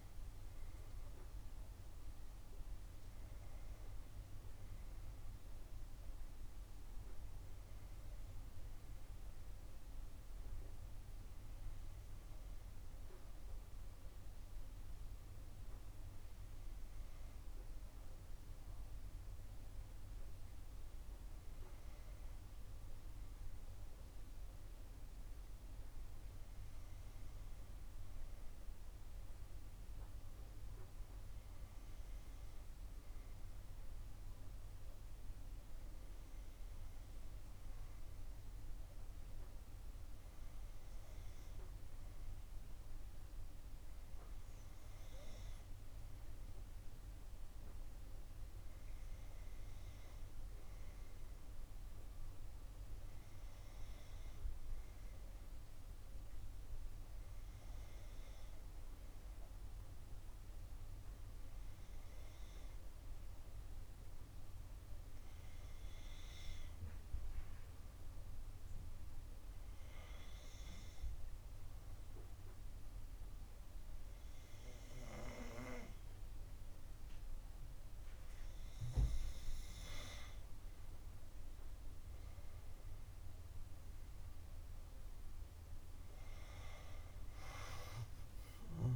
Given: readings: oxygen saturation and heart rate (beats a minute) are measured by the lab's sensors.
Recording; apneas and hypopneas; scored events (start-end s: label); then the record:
breathing in sleep, hard to hear, by a room microphone; 1
0.50-5.00 s: arousal
60.50-65.00 s: arousal
66.50-79.00 s: hypopnea (oxygen 94% before, 91% lowest, heart rate 62 before, 58 extreme, up 3 after)
80.50-84.00 s: arousal
From the record:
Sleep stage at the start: N2 (light sleep); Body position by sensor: on the back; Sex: female